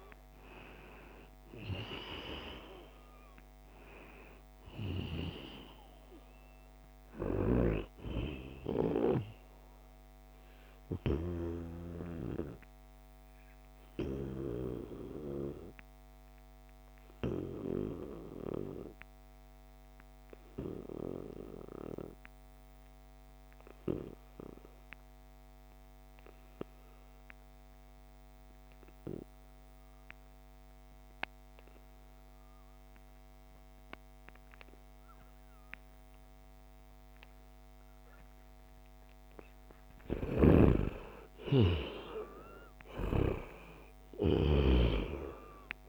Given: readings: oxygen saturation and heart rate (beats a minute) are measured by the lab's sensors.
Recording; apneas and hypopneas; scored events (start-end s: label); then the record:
breathing in sleep by a microphone on the trachea; 1
0.00-17.50 s: oxygen desaturation (device-marked, oxygen 87% lowest, heart rate 69 extreme)
10.00-39.00 s: obstructive apnea (oxygen 97% before, 87% lowest, heart rate 79 before, 69 extreme, up 4 after)
33.50-45.89 s: oxygen desaturation (device-marked, oxygen 98% before, 88% lowest, heart rate 73 before, 69 extreme)
40.00-44.00 s: arousal
40.00-44.50 s: snoring (device-marked)
From the record:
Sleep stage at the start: N2 (light sleep); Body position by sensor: on the back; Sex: male